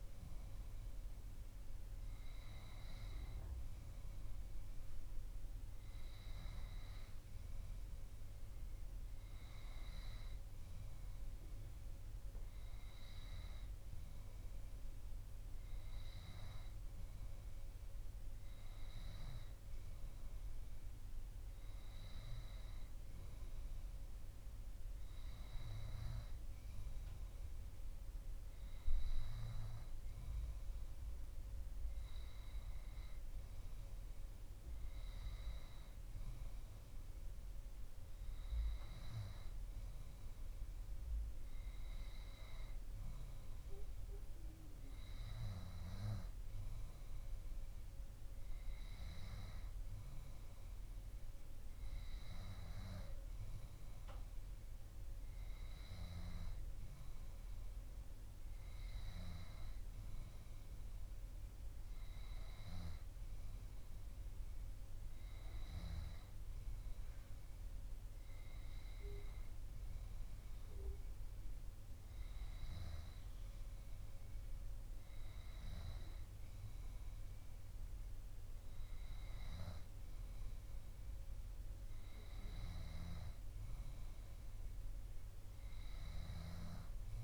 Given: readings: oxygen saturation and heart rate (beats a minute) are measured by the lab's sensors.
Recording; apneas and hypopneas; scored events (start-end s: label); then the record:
breathing in sleep by a room microphone; none
none scored
From the record:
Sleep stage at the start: N2 (light sleep); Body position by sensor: on the back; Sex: male